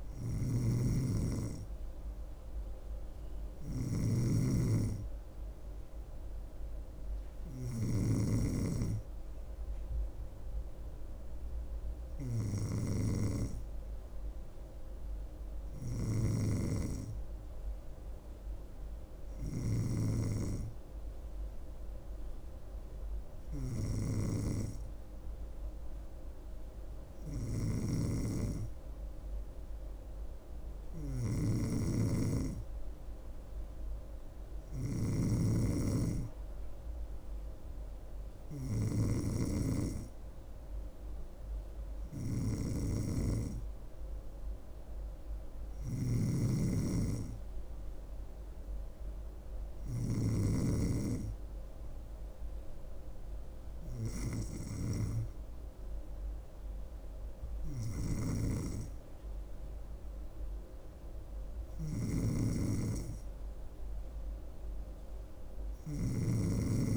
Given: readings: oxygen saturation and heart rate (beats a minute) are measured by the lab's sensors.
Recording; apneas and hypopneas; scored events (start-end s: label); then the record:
breathing in sleep by a room microphone; none
0.00-20.00 s: snoring (device-marked)
27.50-50.50 s: snoring (device-marked)
58.00-66.97 s: snoring (device-marked)
From the record:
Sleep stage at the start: N2 (light sleep); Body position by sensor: on the back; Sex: female